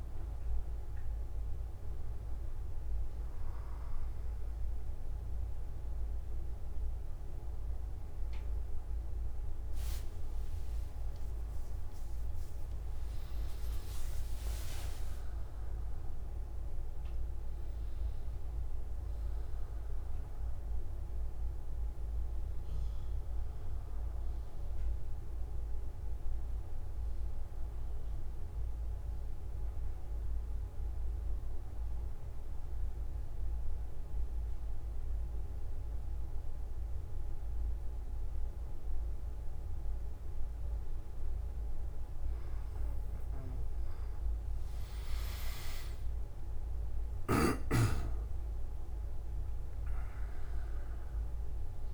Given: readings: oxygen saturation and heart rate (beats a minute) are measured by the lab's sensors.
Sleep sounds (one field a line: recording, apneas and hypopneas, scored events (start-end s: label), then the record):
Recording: breathing in sleep, hard to hear, by a room microphone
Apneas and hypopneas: 1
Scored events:
31.50-41.50 s: mixed apnea (oxygen 96% before, 94% lowest)
From the record:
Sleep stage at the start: N1 (lightest sleep)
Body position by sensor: on the back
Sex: male